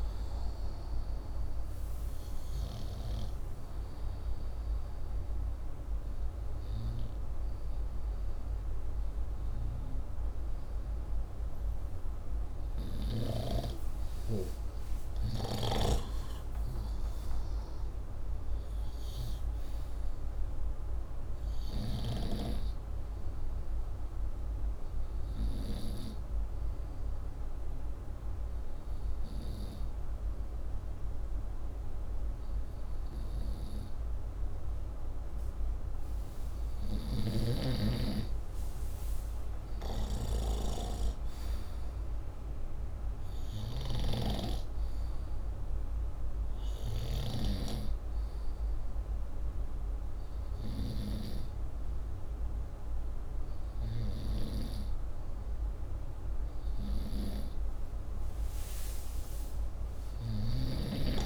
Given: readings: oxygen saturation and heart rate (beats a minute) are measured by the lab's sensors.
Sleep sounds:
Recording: breathing in sleep by a room microphone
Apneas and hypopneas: 2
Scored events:
2.00-12.50 s: hypopnea (oxygen 96% before, 94% lowest, heart rate 66 before, 58 extreme, up 11 after)
14.50-18.50 s: arousal
23.50-35.00 s: hypopnea (oxygen 97% before, 93% lowest, heart rate 66 before, 57 extreme, up 11 after)
37.00-40.50 s: arousal
43.50-47.50 s: snoring (device-marked)
From the record:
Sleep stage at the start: N2 (light sleep)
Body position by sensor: upright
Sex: male

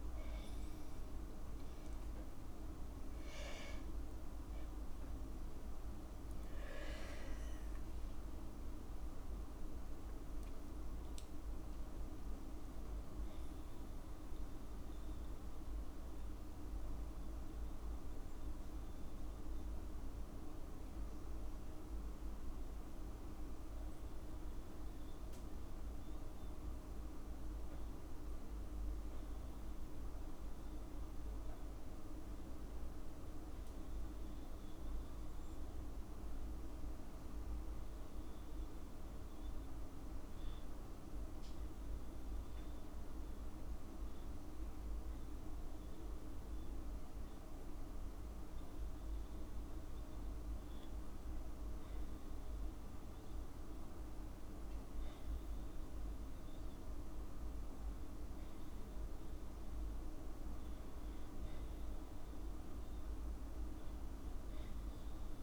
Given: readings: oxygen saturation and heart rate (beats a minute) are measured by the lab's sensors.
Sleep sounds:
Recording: breathing in sleep, hard to hear, by a room microphone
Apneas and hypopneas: 1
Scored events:
2.50-6.50 s: arousal
9.00-65.43 s: new sleep stage, N2 (light sleep)
13.00-27.50 s: mixed apnea (oxygen 99% before, 96% lowest, heart rate 56 before, 53 extreme, up 2 after)
30.50-34.50 s: arousal
From the record:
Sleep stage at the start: N1 (lightest sleep)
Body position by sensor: on the back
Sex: female

